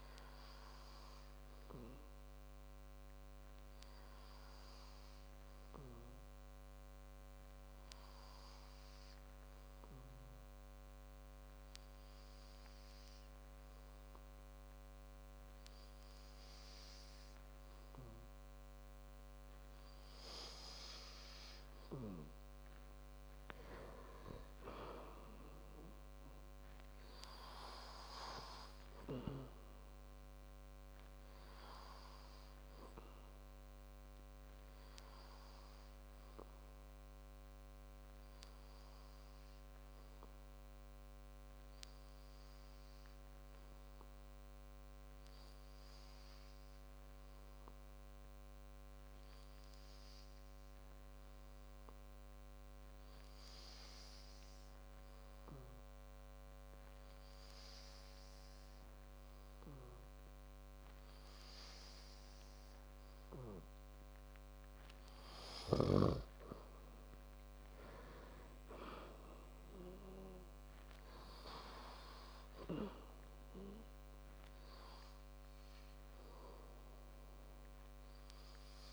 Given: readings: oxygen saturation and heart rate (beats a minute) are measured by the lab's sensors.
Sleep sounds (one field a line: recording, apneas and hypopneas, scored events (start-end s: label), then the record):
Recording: breathing in sleep by a microphone on the trachea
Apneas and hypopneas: 2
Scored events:
6.00-20.00 s: hypopnea (oxygen 97% before, 94% lowest, heart rate 61 before, 51 extreme, up 14 after)
23.50-26.50 s: arousal
40.00-62.50 s: hypopnea (oxygen 97% before, 93% lowest, heart rate 62 before, 54 extreme, up 11 after)
65.50-68.00 s: arousal
From the record:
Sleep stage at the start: N2 (light sleep)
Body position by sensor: on the back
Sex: male